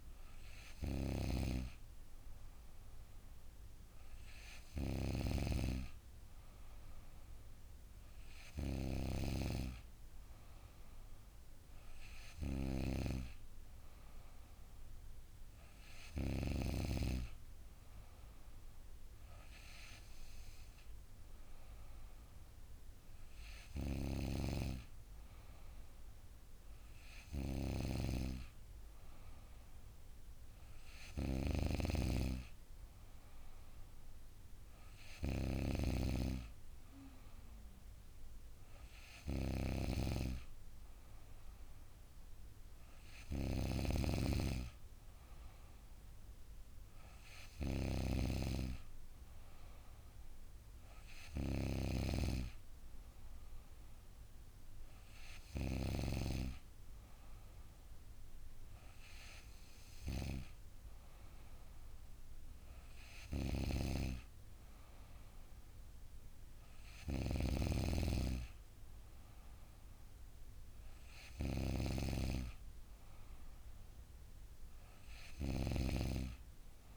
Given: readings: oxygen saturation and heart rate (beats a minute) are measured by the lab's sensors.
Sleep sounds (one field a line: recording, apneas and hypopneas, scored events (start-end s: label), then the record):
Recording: breathing in sleep by a room microphone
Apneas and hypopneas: none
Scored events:
none scored
From the record:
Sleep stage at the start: N3 (deep sleep)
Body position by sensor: on the back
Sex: female